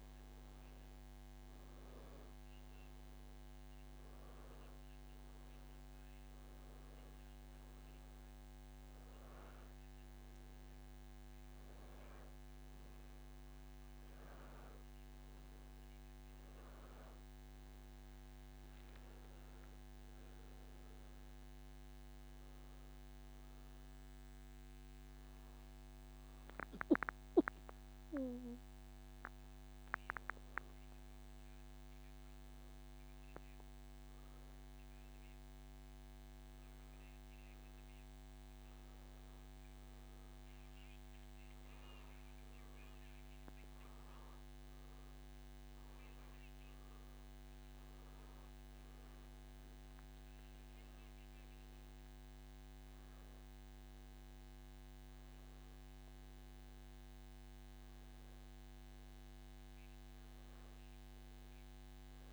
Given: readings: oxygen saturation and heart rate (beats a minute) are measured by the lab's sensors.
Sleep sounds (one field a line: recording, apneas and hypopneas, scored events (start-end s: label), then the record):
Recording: breathing in sleep, hard to hear, by a microphone on the trachea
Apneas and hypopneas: none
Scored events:
none scored
From the record:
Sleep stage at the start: N2 (light sleep)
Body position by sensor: on the back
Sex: male